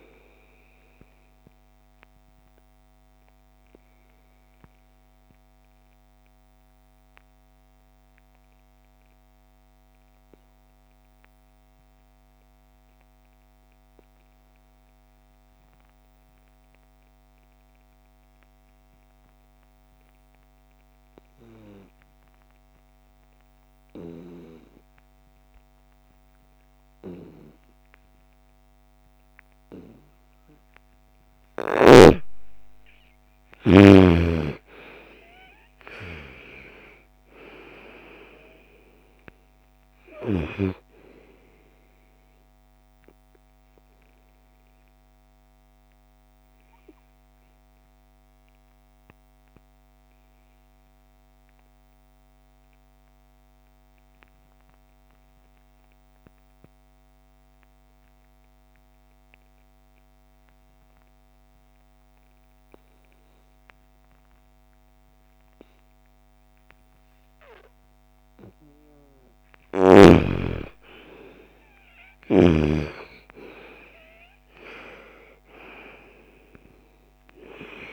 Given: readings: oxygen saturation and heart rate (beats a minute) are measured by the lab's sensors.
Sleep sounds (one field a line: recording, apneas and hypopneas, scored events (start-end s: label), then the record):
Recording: breathing in sleep by a microphone on the trachea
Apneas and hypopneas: 2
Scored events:
0.00-8.00 s: oxygen desaturation (device-marked, oxygen 84% lowest, heart rate 56 extreme)
1.00-29.50 s: obstructive apnea (oxygen 99% before, 81% lowest, heart rate 60 before, 56 extreme, up 10 after)
27.00-59.00 s: oxygen desaturation (device-marked, oxygen 98% before, 81% lowest, heart rate 58 before, 48 extreme)
31.50-36.00 s: arousal
42.50-69.00 s: obstructive apnea (oxygen 99% before, 81% lowest, heart rate 62 before, 48 extreme, up 17 after)
67.00-77.93 s: oxygen desaturation (device-marked, oxygen 99% before, 82% lowest, heart rate 60 before, 47 extreme)
70.50-74.50 s: arousal
From the record:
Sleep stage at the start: N2 (light sleep)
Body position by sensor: on the right side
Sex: female